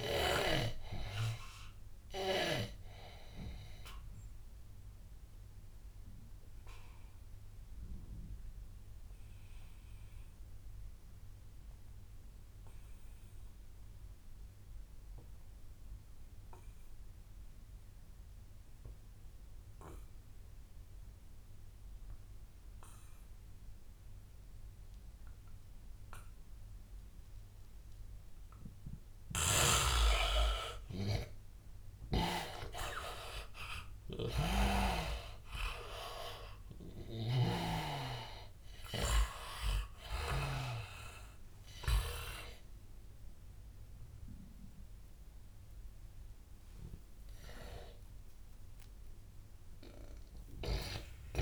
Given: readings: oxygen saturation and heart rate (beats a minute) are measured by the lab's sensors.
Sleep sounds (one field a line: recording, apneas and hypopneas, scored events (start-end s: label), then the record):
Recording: breathing in sleep by a room microphone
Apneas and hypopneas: 1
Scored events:
0.00-12.50 s: oxygen desaturation (device-marked, oxygen 78% lowest, heart rate 77 extreme)
5.00-29.00 s: obstructive apnea (oxygen 100% before, 78% lowest, heart rate 89 before, 77 extreme, up 11 after)
23.50-51.42 s: oxygen desaturation (device-marked, oxygen 100% before, 79% lowest, heart rate 87 before, 88 extreme)
31.50-34.50 s: arousal
From the record:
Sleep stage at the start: N2 (light sleep)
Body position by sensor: on the back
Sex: male